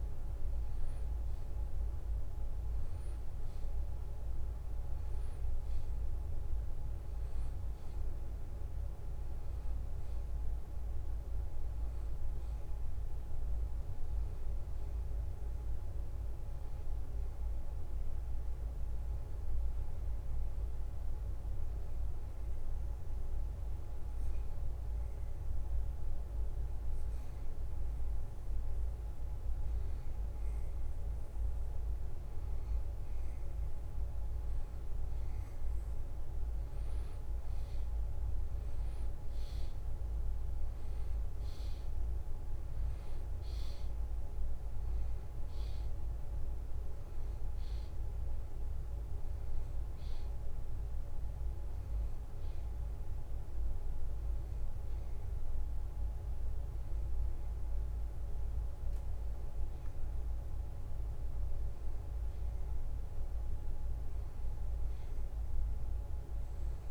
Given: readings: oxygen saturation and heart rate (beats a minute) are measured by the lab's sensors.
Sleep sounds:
breathing in sleep, hard to hear, by a room microphone; 1
21.50-31.50 s: hypopnea (oxygen 94% before, 90% lowest, heart rate 74 before, 72 extreme, up 2 after)
36.00-40.50 s: arousal
39.50-57.50 s: oxygen desaturation (device-marked, oxygen 93% before, 90% lowest, heart rate 73 before, 74 extreme)
From the record:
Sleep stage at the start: N2 (light sleep); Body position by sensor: on the back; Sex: male

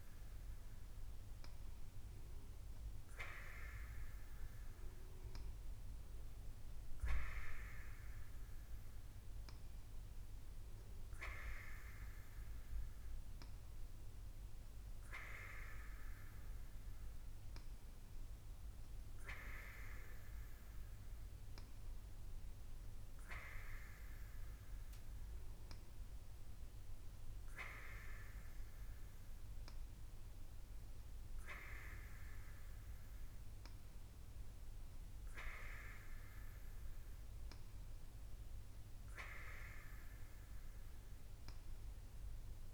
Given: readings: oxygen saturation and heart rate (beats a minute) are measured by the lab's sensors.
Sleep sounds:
breathing in sleep by a room microphone; none
none scored
From the record:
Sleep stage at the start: N2 (light sleep); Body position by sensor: on the right side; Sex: female

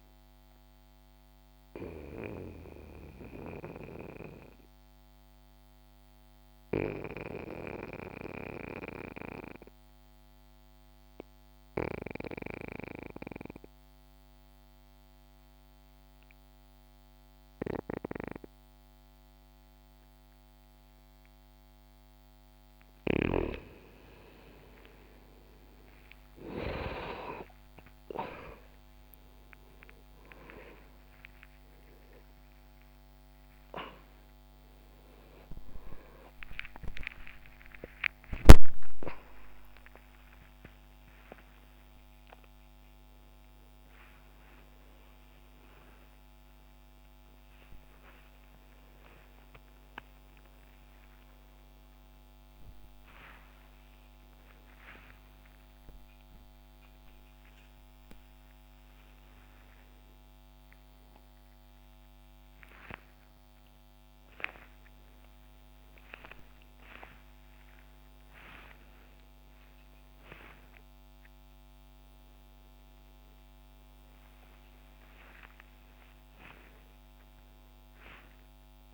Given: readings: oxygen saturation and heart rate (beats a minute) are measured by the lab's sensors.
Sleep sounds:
a person awake in a sleep study, by a microphone on the trachea; 1
1.50-21.50 s: obstructive apnea (oxygen 96% before, 90% lowest, heart rate 62 before, 59 extreme)
24.50-78.94 s: new sleep stage, awake
57.50-66.50 s: oxygen desaturation (device-marked, oxygen 93% before, 90% lowest, heart rate 122 before, 42 extreme)
From the record:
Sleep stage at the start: N2 (light sleep); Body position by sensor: on the back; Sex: male

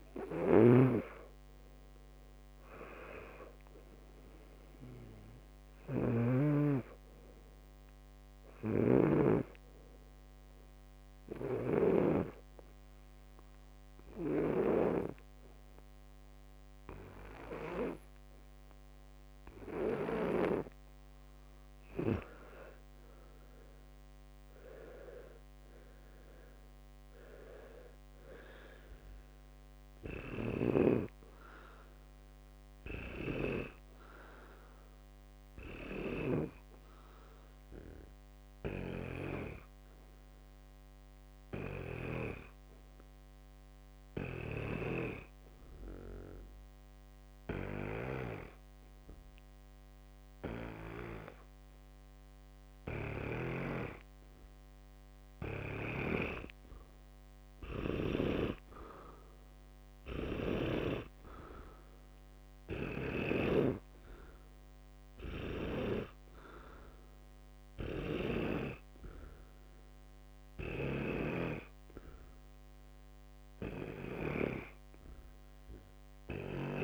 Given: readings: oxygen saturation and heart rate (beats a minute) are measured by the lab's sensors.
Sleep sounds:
breathing in sleep by a microphone on the trachea; 2
0.00-9.50 s: snoring (device-marked)
11.00-21.50 s: obstructive apnea (oxygen 100% before, 95% lowest, heart rate 67 before, 64 extreme, up 12 after)
24.50-28.00 s: arousal
41.00-57.50 s: hypopnea (oxygen 98% before, 93% lowest, heart rate 70 before, 62 extreme, up 3 after)
53.00-64.00 s: snoring (device-marked)
59.00-76.84 s: oxygen desaturation (device-marked, oxygen 100% before, 95% lowest, heart rate 67 before, 62 extreme)
59.50-62.50 s: arousal
From the record:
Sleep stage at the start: N2 (light sleep); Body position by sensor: on the back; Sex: male

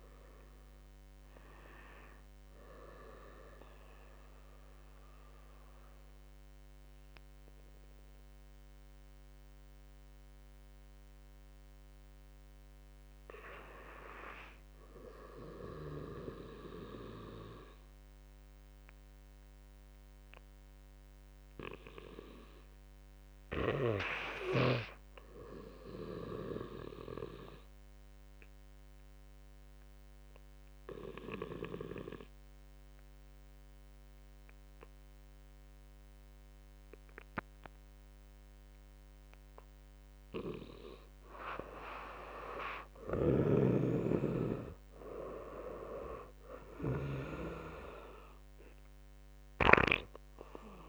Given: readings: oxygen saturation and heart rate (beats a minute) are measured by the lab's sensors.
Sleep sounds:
breathing in sleep by a microphone on the trachea; 2
0.00-4.00 s: drop in pulse transit time (device-marked, heart rate 52 extreme)
0.00-10.00 s: oxygen desaturation (device-marked, oxygen 84% lowest, heart rate 50 extreme)
3.00-13.00 s: obstructive apnea (oxygen 98% before, 86% lowest, heart rate 64 before, 55 extreme, up 8 after)
16.50-20.00 s: arousal
26.50-39.00 s: obstructive apnea (oxygen 99% before, 86% lowest, heart rate 57 before, 53 extreme, up 8 after)
32.00-37.00 s: oxygen desaturation (device-marked, oxygen 96% before, 91% lowest, heart rate 57 before, 53 extreme)
42.00-45.50 s: arousal
43.00-50.89 s: oxygen desaturation (device-marked, oxygen 93% before, 86% lowest, heart rate 57 before, 53 extreme)
From the record:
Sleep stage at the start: N2 (light sleep); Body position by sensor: on the back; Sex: male

